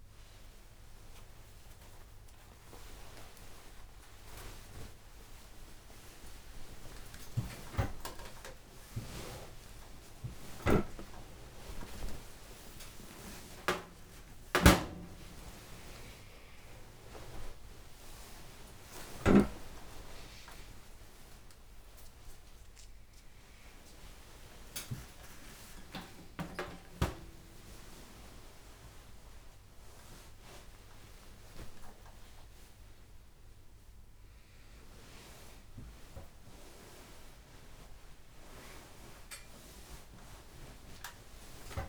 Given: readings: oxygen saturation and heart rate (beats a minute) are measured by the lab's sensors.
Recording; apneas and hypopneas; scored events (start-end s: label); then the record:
a person awake in a sleep study, by a room microphone; none
none scored
From the record:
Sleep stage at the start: awake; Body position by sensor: on the back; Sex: female